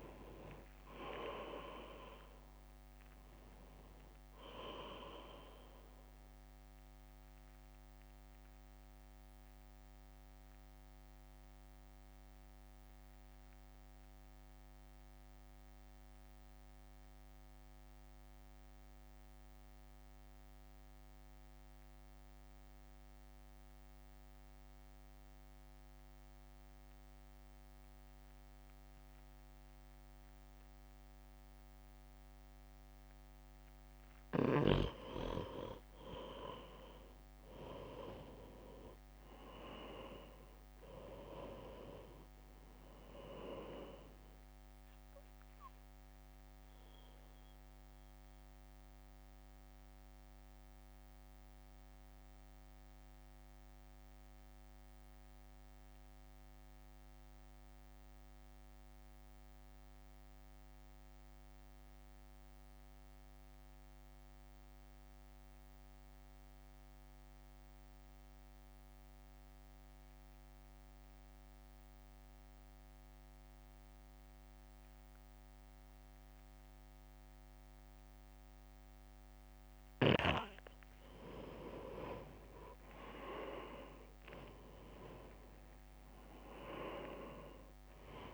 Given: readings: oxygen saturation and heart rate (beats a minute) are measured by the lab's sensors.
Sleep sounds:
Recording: breathing in sleep by a microphone on the trachea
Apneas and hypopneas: 2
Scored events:
0.00-5.50 s: oxygen desaturation (device-marked, oxygen 89% lowest, heart rate 57 extreme)
0.00-10.50 s: drop in pulse transit time (device-marked, heart rate 57 extreme)
8.00-32.50 s: mixed apnea (oxygen 98% before, 88% lowest, heart rate 60 before, 52 extreme, up 0 after)
16.50-26.50 s: oxygen desaturation (device-marked, oxygen 92% before, 88% lowest, heart rate 62 before, 52 extreme)
33.50-37.50 s: arousal
38.50-63.50 s: oxygen desaturation (device-marked, oxygen 98% before, 89% lowest, heart rate 64 before, 52 extreme)
40.50-50.50 s: drop in pulse transit time (device-marked, heart rate 64 before, 52 extreme)
46.00-80.00 s: mixed apnea (oxygen 99% before, 87% lowest, heart rate 62 before, 53 extreme, up 7 after)
77.50-88.34 s: oxygen desaturation (device-marked, oxygen 98% before, 87% lowest, heart rate 61 before, 53 extreme)
84.00-87.50 s: arousal
From the record:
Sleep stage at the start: N2 (light sleep)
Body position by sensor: on the right side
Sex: male

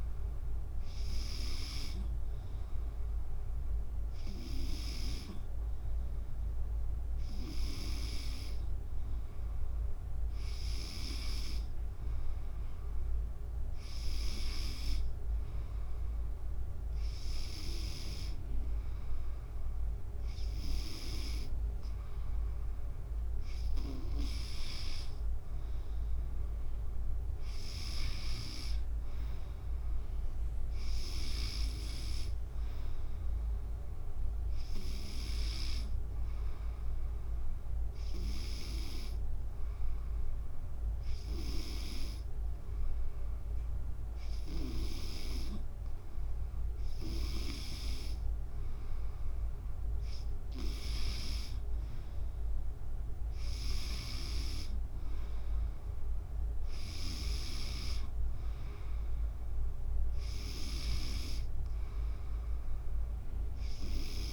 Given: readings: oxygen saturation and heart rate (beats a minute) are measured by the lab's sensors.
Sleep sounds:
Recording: breathing in sleep by a room microphone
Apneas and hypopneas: none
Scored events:
0.00-4.50 s: drop in pulse transit time (device-marked, heart rate 53 extreme)
0.00-10.50 s: oxygen desaturation (device-marked, oxygen 92% lowest, heart rate 71 extreme)
24.50-37.50 s: drop in pulse transit time (device-marked, heart rate 72 before, 72 extreme)
From the record:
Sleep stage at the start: N2 (light sleep)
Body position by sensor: on the back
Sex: female

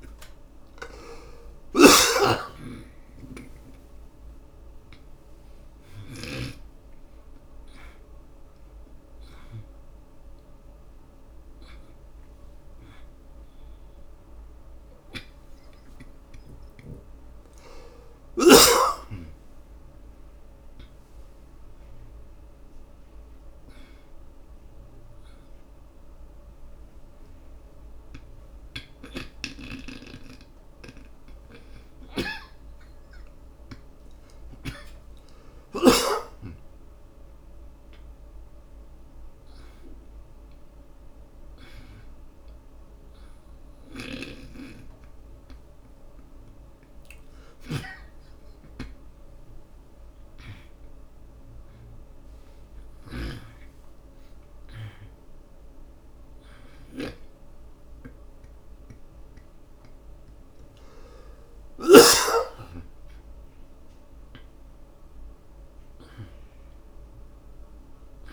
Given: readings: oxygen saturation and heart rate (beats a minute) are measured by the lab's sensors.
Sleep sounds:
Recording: a person awake in a sleep study, by a room microphone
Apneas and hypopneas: none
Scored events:
0.00-8.00 s: oxygen desaturation (device-marked, oxygen 74% lowest, heart rate 60 extreme)
1.50-6.50 s: snoring (device-marked)
29.00-32.50 s: snoring (device-marked)
43.00-52.00 s: oxygen desaturation (device-marked, oxygen 96% before, 90% lowest, heart rate 77 before, 60 extreme)
44.00-57.50 s: snoring (device-marked)
67.00-68.33 s: oxygen desaturation (device-marked, oxygen 94% before, 90% lowest, heart rate 69 before, 73 extreme)
From the record:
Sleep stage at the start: awake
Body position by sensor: on the back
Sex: male

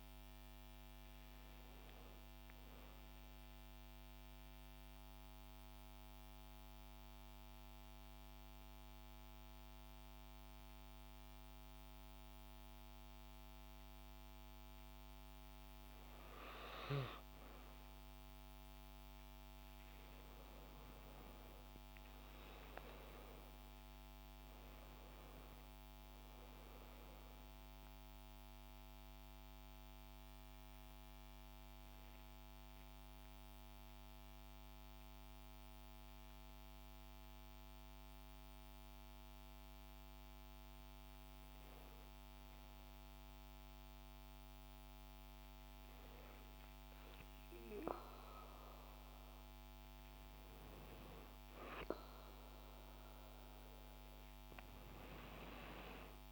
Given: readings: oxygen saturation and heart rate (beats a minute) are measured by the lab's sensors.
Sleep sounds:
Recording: breathing in sleep by a microphone on the trachea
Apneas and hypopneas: 2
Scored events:
3.00-15.00 s: mixed apnea (oxygen 97% before, 93% lowest, heart rate 62 before, 55 extreme, up 7 after)
17.50-21.00 s: arousal
18.50-34.50 s: oxygen desaturation (device-marked, oxygen 96% before, 93% lowest, heart rate 62 before, 55 extreme)
28.50-41.00 s: hypopnea (oxygen 96% before, 93% lowest, heart rate 61 before, 55 extreme, up 2 after)
43.50-47.50 s: arousal
From the record:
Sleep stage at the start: N2 (light sleep)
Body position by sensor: on the back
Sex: female

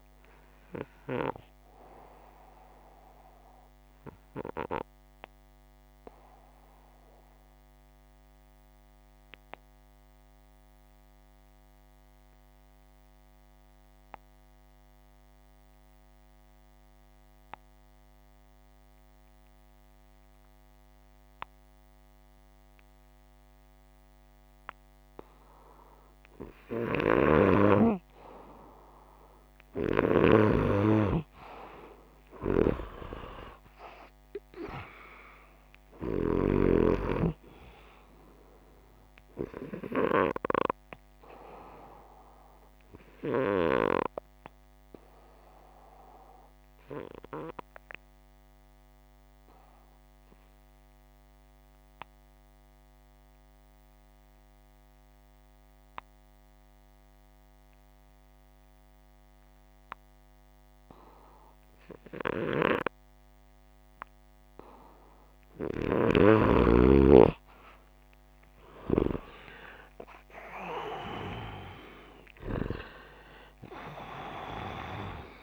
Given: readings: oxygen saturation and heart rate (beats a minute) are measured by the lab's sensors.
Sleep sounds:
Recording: breathing in sleep by a microphone on the trachea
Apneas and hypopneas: 2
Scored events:
0.00-18.00 s: oxygen desaturation (device-marked, oxygen 95% before, 91% lowest, heart rate 152 before, 155 extreme)
2.50-24.50 s: obstructive apnea (oxygen 96% before, 89% lowest, heart rate 155 before, 137 extreme, up 40 after)
26.50-30.00 s: snoring (device-marked)
28.00-33.00 s: arousal
44.00-64.50 s: obstructive apnea (oxygen 93% before, 86% lowest)
67.00-73.00 s: arousal
From the record:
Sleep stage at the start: N2 (light sleep)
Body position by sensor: upright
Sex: male

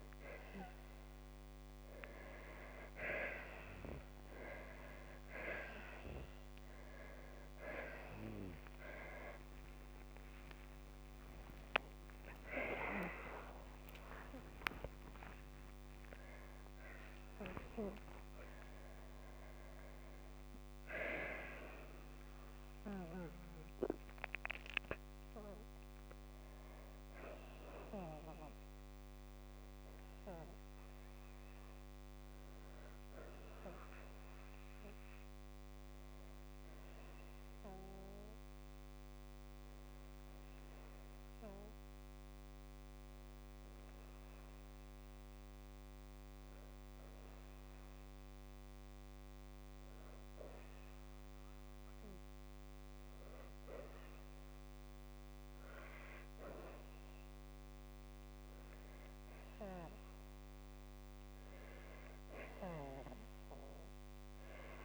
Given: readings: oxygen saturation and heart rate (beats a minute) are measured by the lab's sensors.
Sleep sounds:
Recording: a person partly awake in a sleep study, by a microphone on the trachea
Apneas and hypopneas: 1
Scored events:
3.00-5.00 s: long interval between heartbeats (device-marked, heart rate 54 before, 66 extreme)
7.50-9.50 s: long interval between heartbeats (device-marked, heart rate 58 before, 87 extreme)
7.50-37.50 s: new sleep stage, awake
8.50-20.50 s: tachycardia (device-marked, heart rate 58 before, 130 extreme)
12.00-14.00 s: long interval between heartbeats (device-marked, heart rate 64 before, 104 extreme)
15.50-17.50 s: long interval between heartbeats (device-marked, heart rate 75 before, 128 extreme)
17.50-19.50 s: long interval between heartbeats (device-marked, heart rate 83 before, 128 extreme)
22.00-24.00 s: long interval between heartbeats (device-marked, heart rate 95 before, 105 extreme)
31.50-33.50 s: long interval between heartbeats (device-marked, heart rate 98 before, 67 extreme)
35.00-37.00 s: long interval between heartbeats (device-marked, heart rate 93 before, 73 extreme)
37.50-64.85 s: new sleep stage, N2 (light sleep)
42.00-54.00 s: hypopnea (oxygen 98% before, 95% lowest, heart rate 76 before, 62 extreme, up 10 after)
43.00-45.00 s: long interval between heartbeats (device-marked, heart rate 74 before, 61 extreme)
46.50-48.50 s: long interval between heartbeats (device-marked, heart rate 69 before, 69 extreme)
50.00-52.00 s: long interval between heartbeats (device-marked, heart rate 68 before, 69 extreme)
53.50-55.50 s: long interval between heartbeats (device-marked, heart rate 69 before, 70 extreme)
57.00-61.00 s: arousal
59.00-61.00 s: long interval between heartbeats (device-marked, heart rate 67 before, 64 extreme)
62.00-64.00 s: long interval between heartbeats (device-marked, heart rate 66 before, 74 extreme)
From the record:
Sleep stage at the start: N2 (light sleep)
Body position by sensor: on the back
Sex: female

